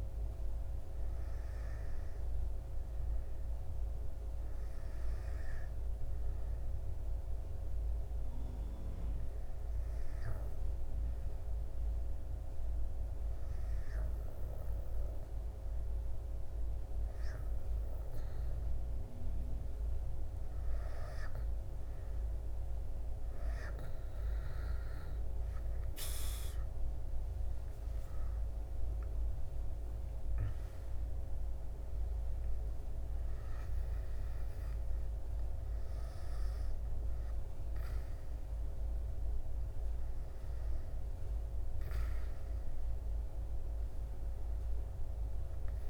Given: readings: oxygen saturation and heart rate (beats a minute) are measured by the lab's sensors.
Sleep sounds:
breathing in sleep, hard to hear, by a room microphone; 1
0.00-7.00 s: oxygen desaturation (device-marked, oxygen 92% lowest, heart rate 57 extreme)
8.00-19.00 s: hypopnea (oxygen 97% before, 91% lowest, heart rate 64 before, 59 extreme, up 14 after)
23.00-45.90 s: oxygen desaturation (device-marked, oxygen 97% before, 91% lowest, heart rate 64 before, 58 extreme)
28.00-31.50 s: arousal
From the record:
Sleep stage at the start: N2 (light sleep); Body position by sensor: on the back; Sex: male

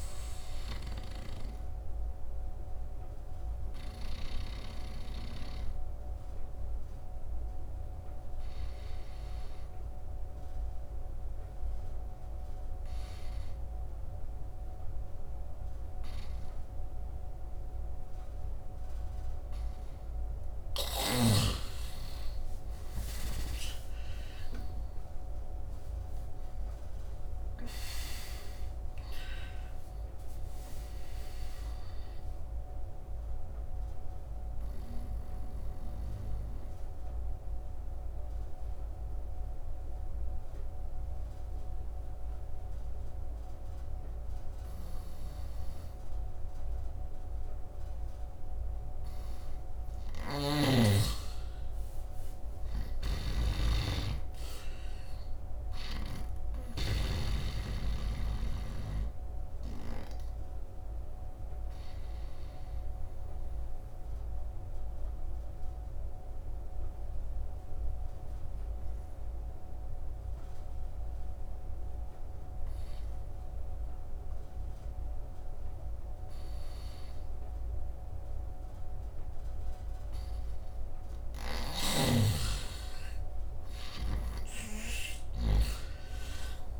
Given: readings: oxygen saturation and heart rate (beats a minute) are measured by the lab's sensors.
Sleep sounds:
breathing in sleep by a room microphone; 3
0.00-1.00 s: snoring (device-marked)
0.50-19.00 s: obstructive apnea (oxygen 99% before, 82% lowest, heart rate 76 before, 70 extreme, up 15 after)
5.00-15.00 s: oxygen desaturation (device-marked, oxygen 98% before, 87% lowest, heart rate 77 before, 70 extreme)
20.50-22.50 s: long interval between heartbeats (device-marked, heart rate 74 before, 74 extreme)
21.00-24.00 s: arousal
24.00-50.00 s: oxygen desaturation (device-marked, oxygen 98% before, 82% lowest, heart rate 73 before, 69 extreme)
32.50-50.50 s: obstructive apnea (oxygen 98% before, 82% lowest, heart rate 79 before, 69 extreme, up 9 after)
44.50-56.00 s: snoring (device-marked)
51.50-55.00 s: arousal
52.00-75.00 s: oxygen desaturation (device-marked, oxygen 100% before, 85% lowest, heart rate 79 before, 69 extreme)
60.00-81.00 s: obstructive apnea (oxygen 100% before, 82% lowest, heart rate 76 before, 66 extreme, up 16 after)
82.50-86.50 s: arousal
From the record:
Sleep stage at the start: N2 (light sleep); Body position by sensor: on the right side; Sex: male

